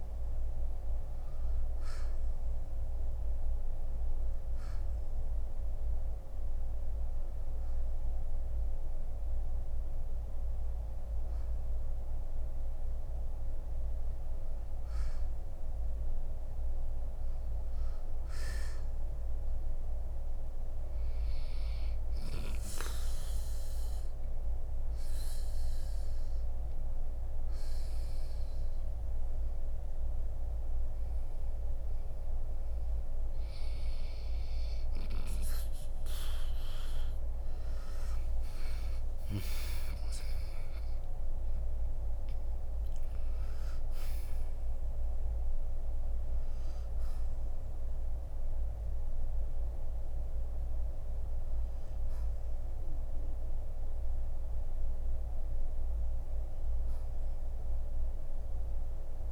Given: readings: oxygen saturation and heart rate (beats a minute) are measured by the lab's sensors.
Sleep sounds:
breathing in sleep, hard to hear, by a room microphone; 1
9.00-23.00 s: oxygen desaturation (device-marked, oxygen 91% before, 85% lowest, heart rate 66 before, 53 extreme)
25.00-35.50 s: hypopnea (oxygen 93% before, 87% lowest, heart rate 62 before, 61 extreme, up 3 after)
39.50-44.00 s: arousal
From the record:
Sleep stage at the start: N2 (light sleep); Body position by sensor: on the right side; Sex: male

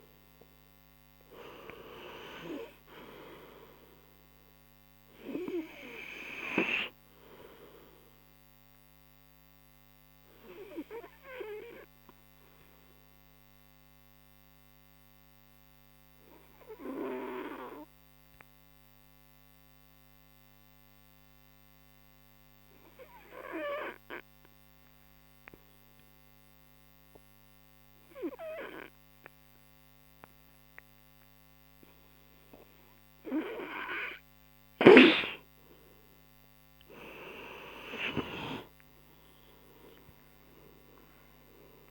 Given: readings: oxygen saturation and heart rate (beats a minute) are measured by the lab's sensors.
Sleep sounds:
breathing in sleep by a microphone on the trachea; 1
0.00-2.50 s: arousal
12.50-27.50 s: hypopnea (oxygen 98% before, 92% lowest)
38.00-41.91 s: oxygen desaturation (device-marked, oxygen 97% before, 92% lowest)
39.50-41.91 s: arousal
From the record:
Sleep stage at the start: N2 (light sleep); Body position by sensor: on the right side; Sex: male

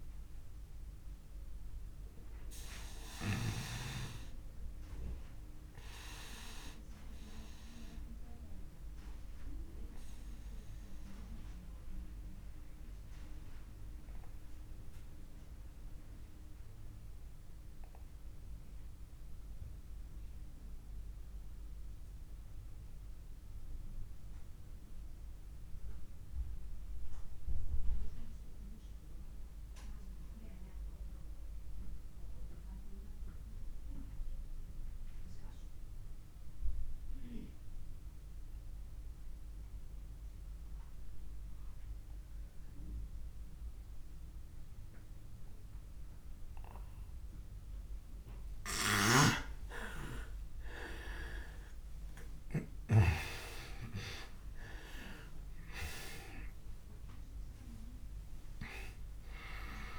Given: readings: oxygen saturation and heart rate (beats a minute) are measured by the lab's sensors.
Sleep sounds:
breathing in sleep by a room microphone; 1
0.00-27.50 s: oxygen desaturation (device-marked, oxygen 85% lowest)
2.50-47.50 s: obstructive apnea (oxygen 98% before, 84% lowest)
43.50-59.99 s: oxygen desaturation (device-marked, oxygen 99% before, 84% lowest)
50.50-55.00 s: arousal
From the record:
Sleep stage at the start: REM sleep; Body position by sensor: on the back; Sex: male

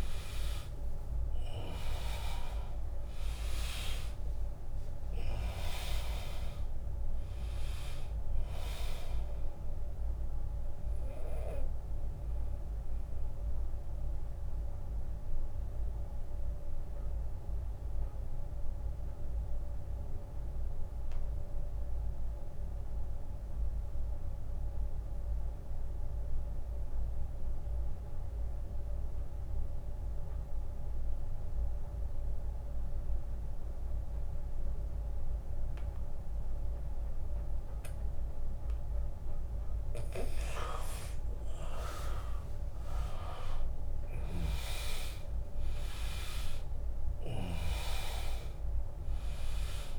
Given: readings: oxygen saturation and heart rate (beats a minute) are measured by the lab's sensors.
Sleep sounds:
breathing in sleep by a room microphone; 1
0.00-1.00 s: long interval between heartbeats (device-marked, heart rate 76 extreme)
0.00-25.00 s: oxygen desaturation (device-marked, oxygen 84% lowest, heart rate 54 extreme)
2.00-6.00 s: arousal
2.00-12.00 s: drop in pulse transit time (device-marked, heart rate 72 before, 59 extreme)
9.00-11.00 s: long interval between heartbeats (device-marked, heart rate 73 before, 64 extreme)
10.50-39.00 s: mixed apnea (oxygen 100% before, 79% lowest, heart rate 73 before, 53 extreme, up 24 after)
16.50-18.50 s: long interval between heartbeats (device-marked, heart rate 71 before, 69 extreme)
18.50-20.50 s: long interval between heartbeats (device-marked, heart rate 70 before, 66 extreme)
29.50-31.50 s: long interval between heartbeats (device-marked, heart rate 70 before, 75 extreme)
30.00-36.00 s: bradycardia (device-marked, heart rate 78 before, 54 extreme)
31.50-33.50 s: long interval between heartbeats (device-marked, heart rate 71 before, 64 extreme)
40.00-49.99 s: oxygen desaturation (device-marked, oxygen 100% before, 79% lowest, heart rate 69 before, 53 extreme)
41.00-45.00 s: arousal
42.00-49.99 s: drop in pulse transit time (device-marked, heart rate 69 before, 67 extreme)
43.00-45.00 s: long interval between heartbeats (device-marked, heart rate 69 before, 74 extreme)
From the record:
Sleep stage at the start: N2 (light sleep); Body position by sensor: on the back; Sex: male

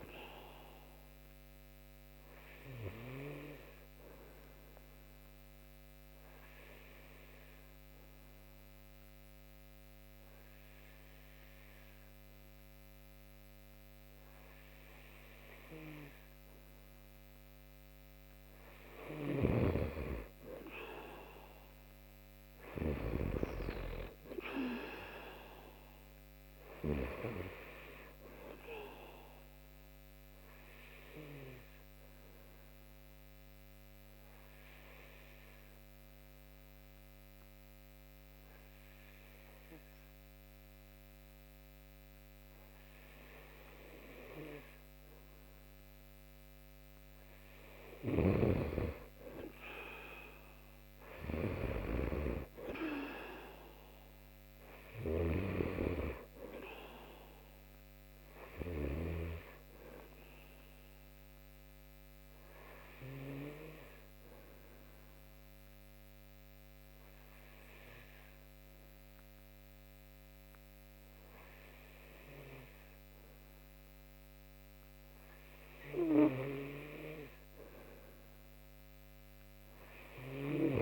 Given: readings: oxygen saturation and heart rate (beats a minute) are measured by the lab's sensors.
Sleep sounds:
breathing in sleep by a microphone on the trachea; 3
0.00-14.50 s: oxygen desaturation (device-marked, oxygen 89% lowest)
1.50-17.50 s: obstructive apnea (oxygen 95% before, 89% lowest)
18.50-22.50 s: snoring (device-marked)
19.50-23.00 s: arousal
27.50-46.00 s: obstructive apnea (oxygen 94% before, 89% lowest)
31.50-42.50 s: oxygen desaturation (device-marked, oxygen 94% before, 89% lowest)
47.00-58.50 s: snoring (device-marked)
47.50-52.00 s: arousal
53.50-71.50 s: oxygen desaturation (device-marked, oxygen 95% before, 90% lowest)
60.50-75.50 s: obstructive apnea (oxygen 95% before, 89% lowest)
77.00-80.50 s: arousal
From the record:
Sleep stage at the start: N2 (light sleep); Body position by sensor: on the right side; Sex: male

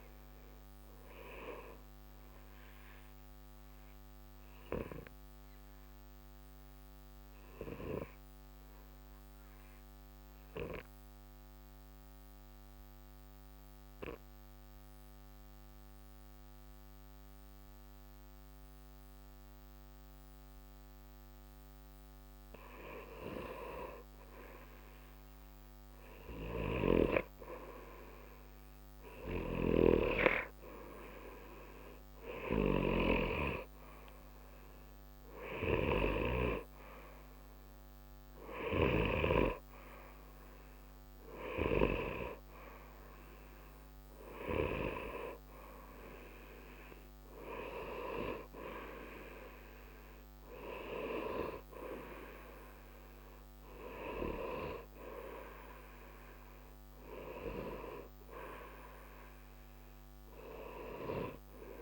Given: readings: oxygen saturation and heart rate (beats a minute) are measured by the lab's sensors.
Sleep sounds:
breathing in sleep by a microphone on the trachea; 1
0.00-9.00 s: oxygen desaturation (device-marked, oxygen 90% lowest, heart rate 61 extreme)
1.00-23.00 s: obstructive apnea (oxygen 94% before, 90% lowest, heart rate 65 before, 61 extreme, up 0 after)
25.50-29.00 s: arousal
30.00-61.82 s: oxygen desaturation (device-marked, oxygen 96% before, 90% lowest, heart rate 63 before, 61 extreme)
57.50-60.50 s: arousal
From the record:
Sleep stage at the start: N2 (light sleep); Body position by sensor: on the right side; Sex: male

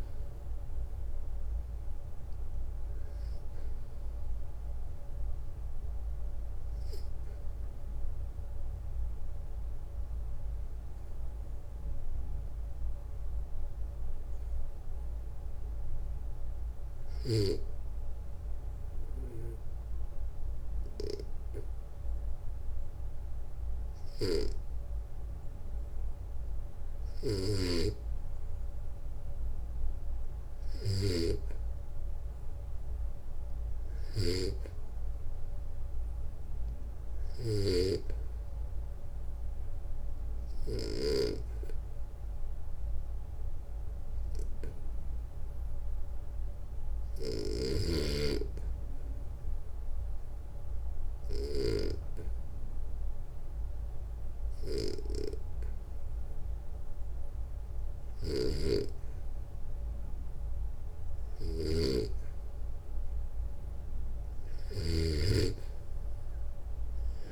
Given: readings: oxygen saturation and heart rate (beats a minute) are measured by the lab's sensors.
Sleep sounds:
breathing in sleep by a room microphone; 2
5.00-27.00 s: obstructive apnea (oxygen 97% before, 90% lowest, heart rate 63 before, 58 extreme, up 2 after)
14.50-25.50 s: oxygen desaturation (device-marked, oxygen 96% before, 93% lowest, heart rate 62 before, 59 extreme)
26.50-40.50 s: snoring (device-marked)
28.50-32.50 s: arousal
41.00-62.50 s: obstructive apnea (oxygen 96% before, 86% lowest, heart rate 60 before, 58 extreme, up 4 after)
57.50-64.50 s: snoring (device-marked)
63.50-67.32 s: oxygen desaturation (device-marked, oxygen 96% before, 90% lowest, heart rate 60 before, 59 extreme)
From the record:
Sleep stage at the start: N2 (light sleep); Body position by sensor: on the back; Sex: male

